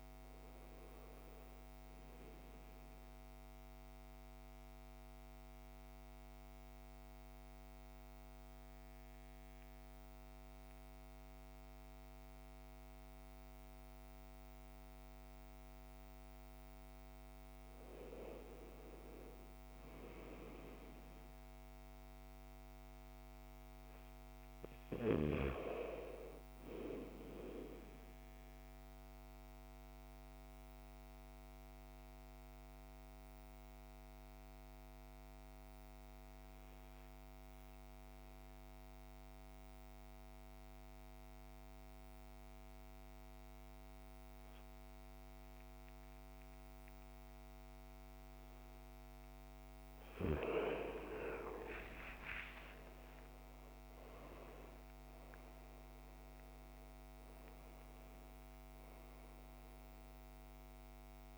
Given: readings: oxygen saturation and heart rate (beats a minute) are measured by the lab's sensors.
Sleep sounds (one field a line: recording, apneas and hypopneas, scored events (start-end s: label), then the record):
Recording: breathing in sleep by a microphone on the trachea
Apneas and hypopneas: 2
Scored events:
0.00-10.50 s: oxygen desaturation (device-marked, oxygen 90% lowest, heart rate 52 extreme)
2.00-15.50 s: central apnea (oxygen 98% before, 85% lowest, heart rate 57 before, 52 extreme, up 8 after)
17.00-20.50 s: arousal
23.50-30.50 s: oxygen desaturation (device-marked, oxygen 99% before, 94% lowest, heart rate 55 before, 53 extreme)
29.00-50.00 s: mixed apnea (oxygen 99% before, 85% lowest, heart rate 57 before, 51 extreme, up 16 after)
47.50-61.38 s: oxygen desaturation (device-marked, oxygen 97% before, 85% lowest, heart rate 55 before, 51 extreme)
51.50-55.50 s: arousal
From the record:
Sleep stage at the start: N2 (light sleep)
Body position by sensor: on the right side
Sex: male